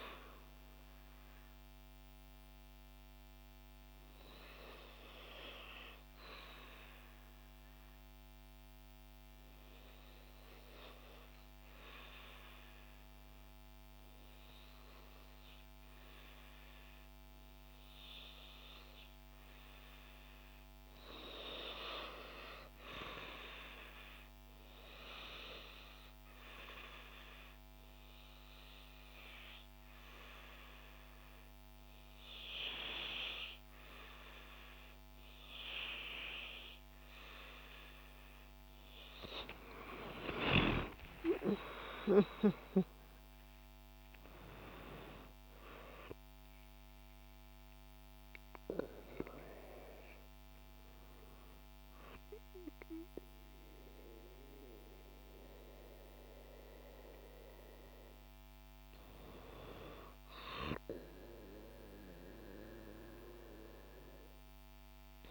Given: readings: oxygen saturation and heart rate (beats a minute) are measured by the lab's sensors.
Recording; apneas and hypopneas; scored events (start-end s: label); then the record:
breathing in sleep by a microphone on the trachea; 1
0.50-36.00 s: obstructive apnea (oxygen 97% before, 88% lowest, heart rate 56 before, 54 extreme, up 10 after)
2.50-65.31 s: new sleep stage, REM sleep
19.50-40.50 s: oxygen desaturation (device-marked, oxygen 94% before, 89% lowest, heart rate 55 before, 58 extreme)
38.50-43.50 s: arousal
From the record:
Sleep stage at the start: N2 (light sleep); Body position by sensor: on the back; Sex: female